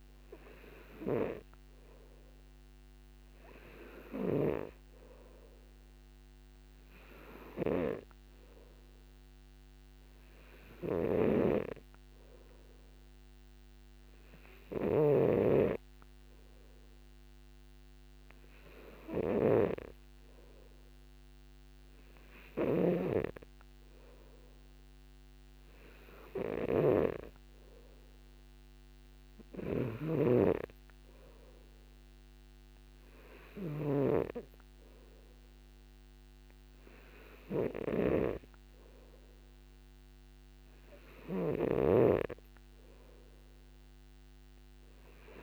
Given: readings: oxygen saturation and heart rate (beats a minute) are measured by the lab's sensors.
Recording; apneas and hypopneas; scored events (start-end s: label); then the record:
breathing in sleep by a microphone on the trachea; none
11.50-42.00 s: snoring (device-marked)
From the record:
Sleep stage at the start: N2 (light sleep); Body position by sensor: on the back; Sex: male